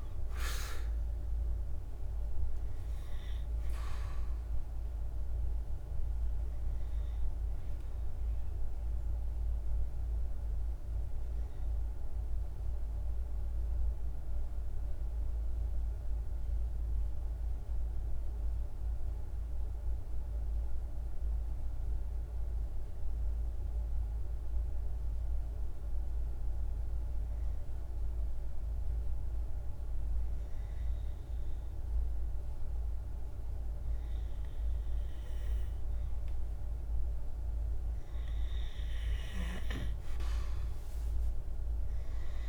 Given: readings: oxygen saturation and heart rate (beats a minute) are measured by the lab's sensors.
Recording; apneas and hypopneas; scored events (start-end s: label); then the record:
breathing in sleep, hard to hear, by a room microphone; 1
0.00-15.00 s: oxygen desaturation (device-marked, oxygen 90% lowest, heart rate 50 extreme)
12.00-29.00 s: hypopnea (oxygen 98% before, 92% lowest, heart rate 56 before, 52 extreme, up 1 after)
30.00-34.50 s: arousal
32.00-42.49 s: oxygen desaturation (device-marked, oxygen 99% before, 92% lowest, heart rate 53 before, 52 extreme)
From the record:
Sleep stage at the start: N2 (light sleep); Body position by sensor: on the right side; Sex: male